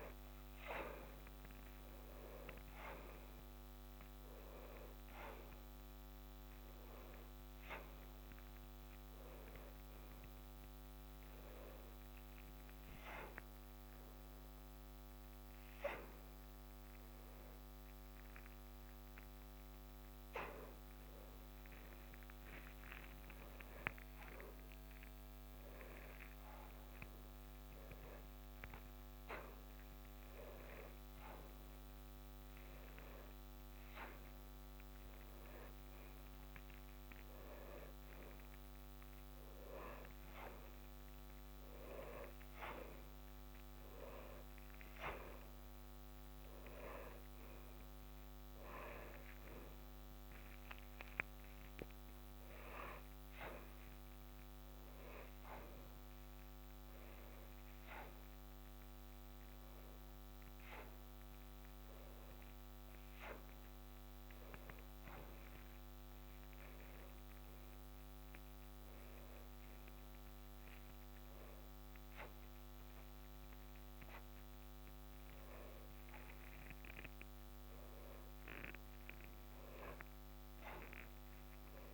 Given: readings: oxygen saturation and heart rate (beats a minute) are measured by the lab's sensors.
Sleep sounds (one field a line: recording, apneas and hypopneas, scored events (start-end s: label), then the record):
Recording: a person awake in a sleep study, by a microphone on the trachea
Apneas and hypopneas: none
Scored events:
80.50-81.94 s: oxygen desaturation (device-marked, oxygen 99% before, 96% lowest, heart rate 125 before, 115 extreme)
From the record:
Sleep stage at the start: awake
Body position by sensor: upright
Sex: male